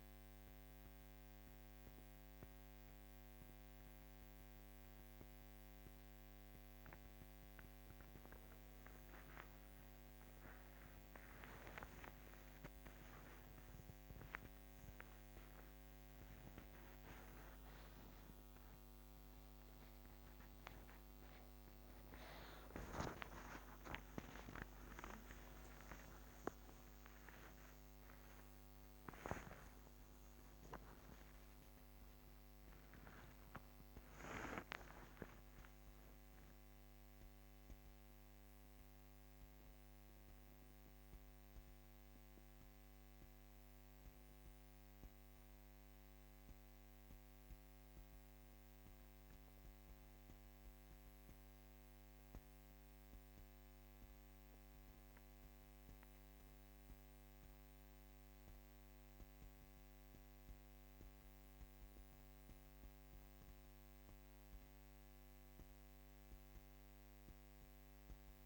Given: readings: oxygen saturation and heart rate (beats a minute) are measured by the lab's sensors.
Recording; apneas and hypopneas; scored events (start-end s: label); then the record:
a person partly awake in a sleep study, by a microphone on the trachea; none
2.00-32.00 s: new sleep stage, awake
32.00-68.45 s: new sleep stage, N1 (lightest sleep)
From the record:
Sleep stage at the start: N1 (lightest sleep); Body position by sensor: on the back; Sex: female